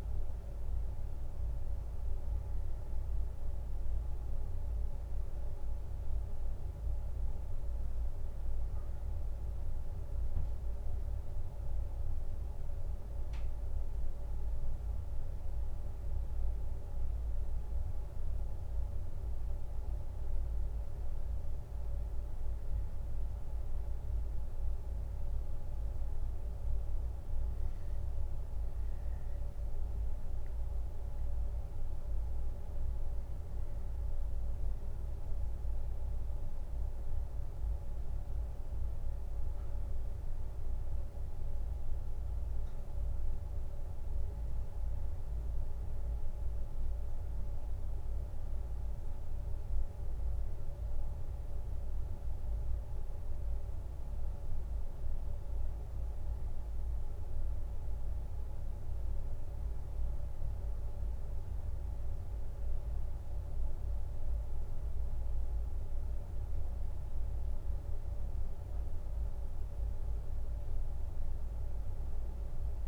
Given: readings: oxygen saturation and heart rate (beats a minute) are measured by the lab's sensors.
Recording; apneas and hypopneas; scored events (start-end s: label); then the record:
a person awake in a sleep study, hard to hear, by a room microphone; none
none scored
From the record:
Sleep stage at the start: awake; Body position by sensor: on the left side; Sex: male